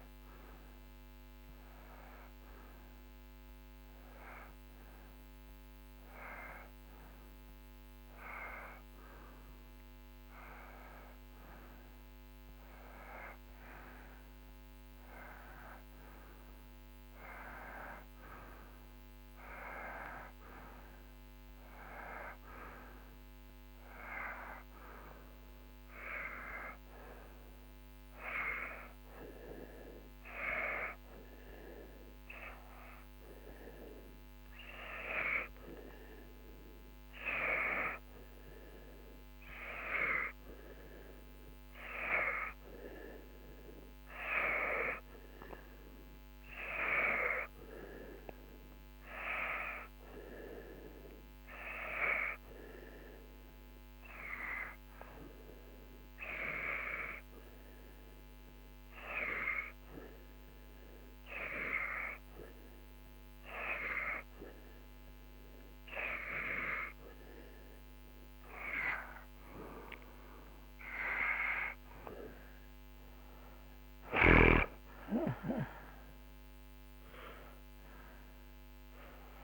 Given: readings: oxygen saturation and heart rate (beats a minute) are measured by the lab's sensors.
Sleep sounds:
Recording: breathing in sleep by a microphone on the trachea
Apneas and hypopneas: none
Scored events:
none scored
From the record:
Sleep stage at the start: N2 (light sleep)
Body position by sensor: on the right side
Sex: male

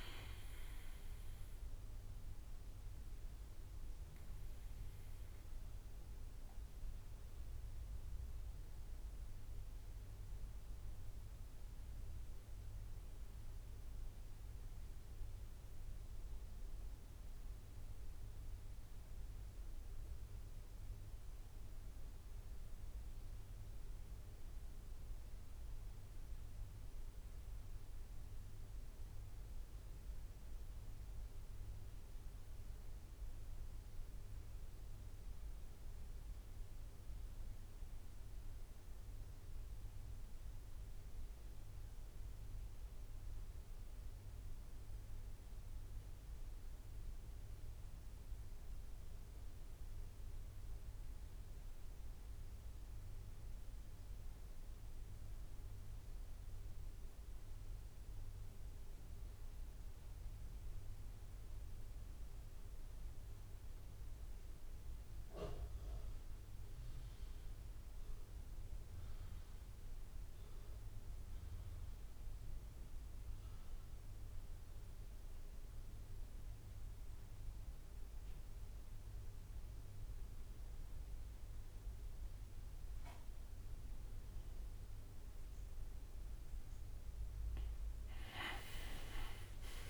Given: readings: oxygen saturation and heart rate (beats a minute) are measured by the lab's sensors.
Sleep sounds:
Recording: breathing in sleep, hard to hear, by a room microphone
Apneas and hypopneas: 1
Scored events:
0.00-9.00 s: oxygen desaturation (device-marked, oxygen 86% lowest)
2.00-85.50 s: obstructive apnea (oxygen 99% before, 76% lowest)
16.00-89.90 s: new sleep stage, REM sleep
32.00-73.00 s: oxygen desaturation (device-marked, oxygen 95% before, 81% lowest)
83.00-88.00 s: oxygen desaturation (device-marked, oxygen 82% before, 79% lowest)
87.50-89.90 s: arousal
From the record:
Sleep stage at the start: N2 (light sleep)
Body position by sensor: on the right side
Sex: male

